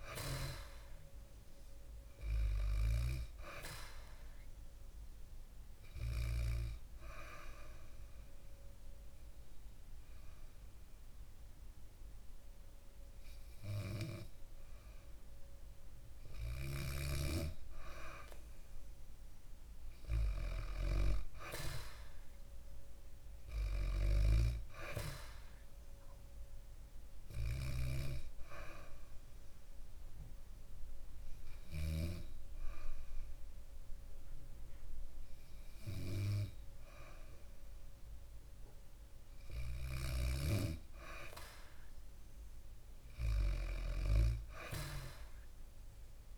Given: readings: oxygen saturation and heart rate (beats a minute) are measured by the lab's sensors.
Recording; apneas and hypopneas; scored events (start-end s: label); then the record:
breathing in sleep by a room microphone; 2
4.50-15.00 s: hypopnea (oxygen 95% before, 93% lowest, heart rate 65 before, 64 extreme, up 0 after)
17.00-21.50 s: arousal
27.50-37.50 s: obstructive apnea (oxygen 97% before, 94% lowest, heart rate 66 before, 63 extreme, up 0 after)
39.50-43.50 s: arousal
From the record:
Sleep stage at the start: N2 (light sleep); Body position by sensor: on the back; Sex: female